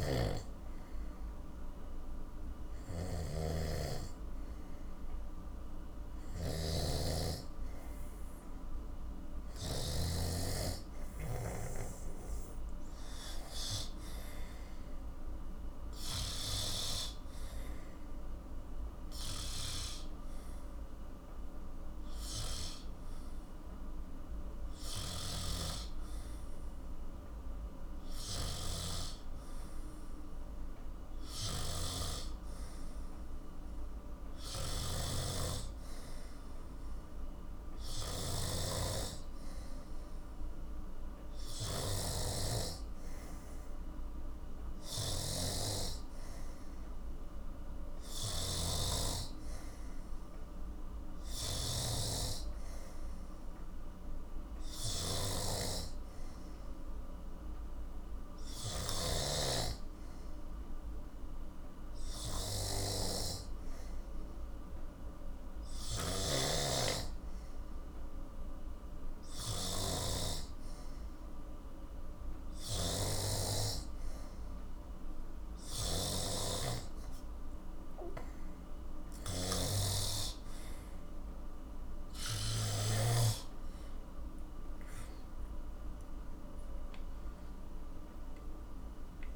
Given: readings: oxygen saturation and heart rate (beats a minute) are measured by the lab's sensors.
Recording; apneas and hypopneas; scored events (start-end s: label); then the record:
breathing in sleep by a room microphone; none
0.00-10.00 s: snoring (device-marked)
25.00-83.00 s: snoring (device-marked)
84.50-88.00 s: arousal
From the record:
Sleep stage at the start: N2 (light sleep); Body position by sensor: on the back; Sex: male